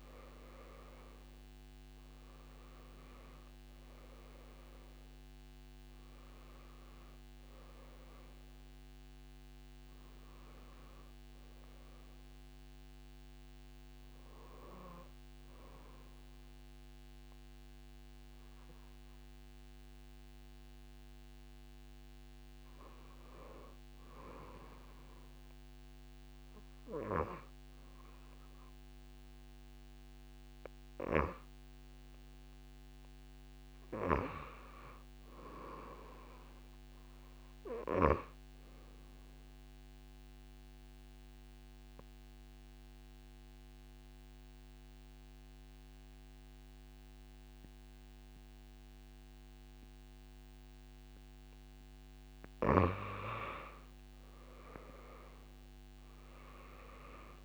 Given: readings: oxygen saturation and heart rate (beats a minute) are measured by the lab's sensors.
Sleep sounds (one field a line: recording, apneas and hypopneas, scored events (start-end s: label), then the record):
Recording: breathing in sleep by a microphone on the trachea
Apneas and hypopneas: 1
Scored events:
0.00-1.00 s: arousal
3.00-22.00 s: oxygen desaturation (device-marked, oxygen 94% before, 90% lowest)
30.50-35.50 s: arousal
40.00-52.50 s: obstructive apnea (oxygen 97% before, 88% lowest)
40.00-57.45 s: oxygen desaturation (device-marked, oxygen 96% before, 88% lowest)
55.00-57.45 s: arousal
From the record:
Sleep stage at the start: N2 (light sleep)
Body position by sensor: on the back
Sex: female